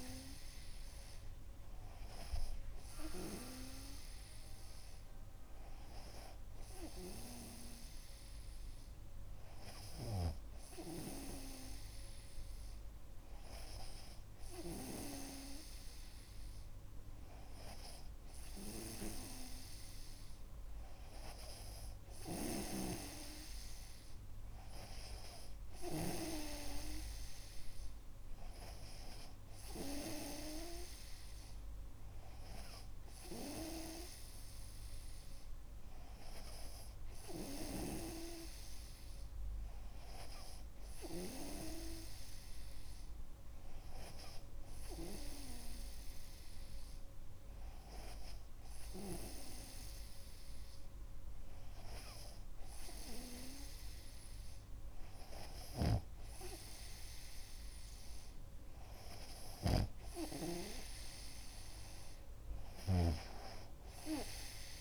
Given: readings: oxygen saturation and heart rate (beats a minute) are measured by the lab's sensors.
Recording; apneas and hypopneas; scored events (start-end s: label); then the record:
breathing in sleep by a room microphone; none
23.00-27.00 s: snoring (device-marked)
56.00-64.81 s: snoring (device-marked)
From the record:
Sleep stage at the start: N2 (light sleep); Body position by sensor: on the right side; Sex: male